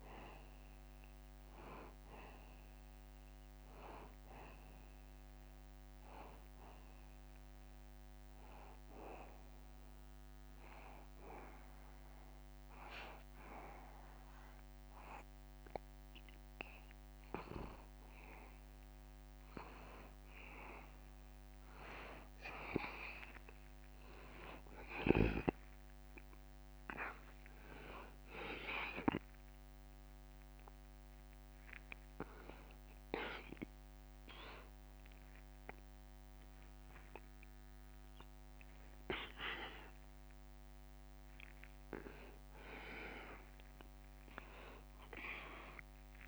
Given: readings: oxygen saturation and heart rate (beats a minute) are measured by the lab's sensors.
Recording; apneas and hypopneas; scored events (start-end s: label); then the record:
breathing in sleep by a microphone on the trachea; 1
4.00-15.00 s: oxygen desaturation (device-marked, oxygen 95% before, 92% lowest, heart rate 79 before, 79 extreme)
6.00-19.00 s: hypopnea (oxygen 95% before, 91% lowest, heart rate 79 before, 79 extreme, up 1 after)
26.50-30.50 s: arousal
30.00-43.00 s: drop in pulse transit time (device-marked, heart rate 80 before, 82 extreme)
From the record:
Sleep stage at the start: N2 (light sleep); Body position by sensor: on the back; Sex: male